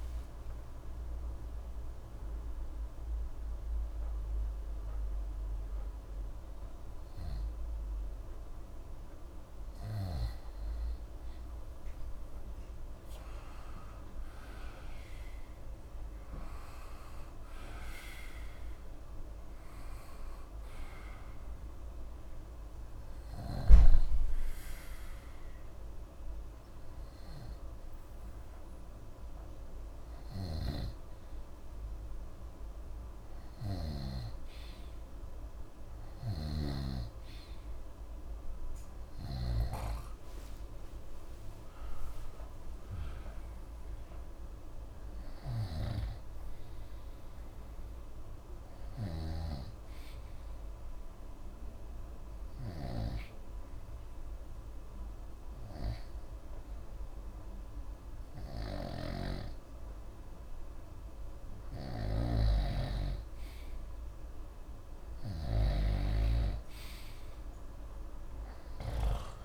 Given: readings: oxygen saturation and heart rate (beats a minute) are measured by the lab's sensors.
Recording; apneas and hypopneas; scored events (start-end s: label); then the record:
a person partly awake in a sleep study, by a room microphone; 2
4.50-69.45 s: new sleep stage, N2 (light sleep)
22.50-35.50 s: hypopnea (oxygen 97% before, 90% lowest, heart rate 67 before, 59 extreme, up 40 after)
22.50-35.50 s: oxygen desaturation (device-marked, oxygen 97% before, 92% lowest, heart rate 67 before, 59 extreme)
30.50-34.00 s: snoring (device-marked)
36.00-39.50 s: snoring (device-marked)
39.50-43.00 s: arousal
45.50-65.50 s: snoring (device-marked)
52.50-62.50 s: hypopnea (oxygen 96% before, 90% lowest, heart rate 74 before, 60 extreme, up 4 after)
From the record:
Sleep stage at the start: awake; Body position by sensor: on the right side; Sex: male